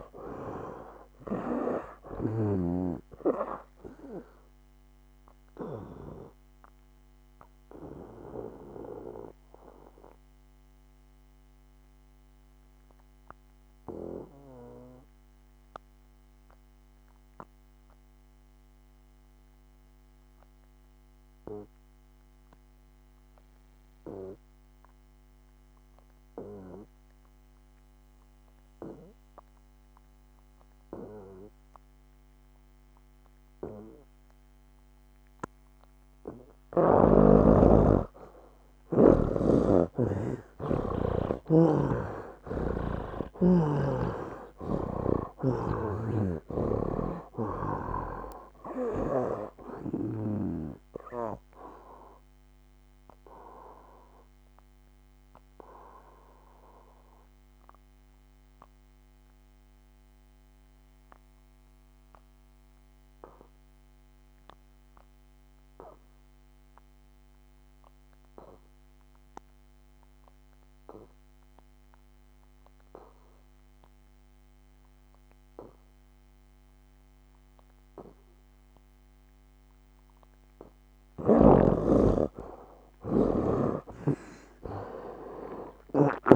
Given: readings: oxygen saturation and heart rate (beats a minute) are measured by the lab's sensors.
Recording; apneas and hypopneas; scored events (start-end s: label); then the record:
breathing in sleep by a microphone on the trachea; 2
0.00-3.00 s: snoring (device-marked)
0.00-25.00 s: oxygen desaturation (device-marked, oxygen 71% lowest, heart rate 65 extreme)
4.00-38.00 s: obstructive apnea (oxygen 99% before, 70% lowest, heart rate 72 before, 65 extreme, up 15 after)
27.00-73.00 s: oxygen desaturation (device-marked, oxygen 99% before, 70% lowest, heart rate 74 before, 63 extreme)
41.50-50.50 s: snoring (device-marked)
43.50-48.00 s: arousal
54.00-81.50 s: obstructive apnea (oxygen 99% before, 70% lowest, heart rate 77 before, 63 extreme, up 18 after)
83.00-86.36 s: oxygen desaturation (device-marked, oxygen 98% before, 70% lowest, heart rate 66 before, 65 extreme)
From the record:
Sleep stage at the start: N2 (light sleep); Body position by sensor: on the back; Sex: male